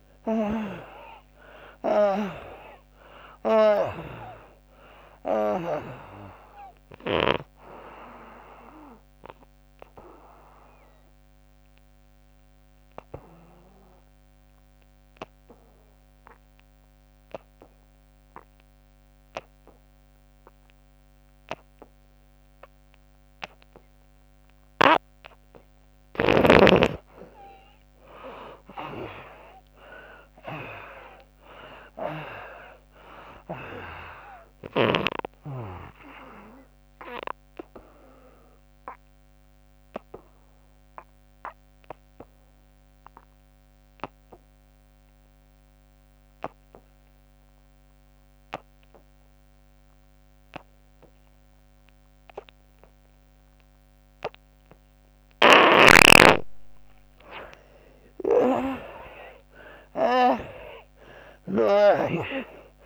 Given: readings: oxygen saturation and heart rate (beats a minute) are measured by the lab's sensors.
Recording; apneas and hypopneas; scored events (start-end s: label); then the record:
breathing in sleep by a microphone on the trachea; 2
0.00-4.00 s: arousal
0.00-23.00 s: oxygen desaturation (device-marked, oxygen 78% lowest, heart rate 62 extreme)
10.00-25.00 s: obstructive apnea (oxygen 98% before, 76% lowest, heart rate 82 before, 62 extreme, up 18 after)
27.50-31.50 s: arousal
34.00-46.00 s: oxygen desaturation (device-marked, oxygen 97% before, 78% lowest, heart rate 68 before, 65 extreme)
36.00-55.00 s: obstructive apnea (oxygen 97% before, 76% lowest, heart rate 70 before, 65 extreme, up 23 after)
55.50-62.00 s: snoring (device-marked)
58.50-62.50 s: arousal
From the record:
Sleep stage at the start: N2 (light sleep); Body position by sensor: on the back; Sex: female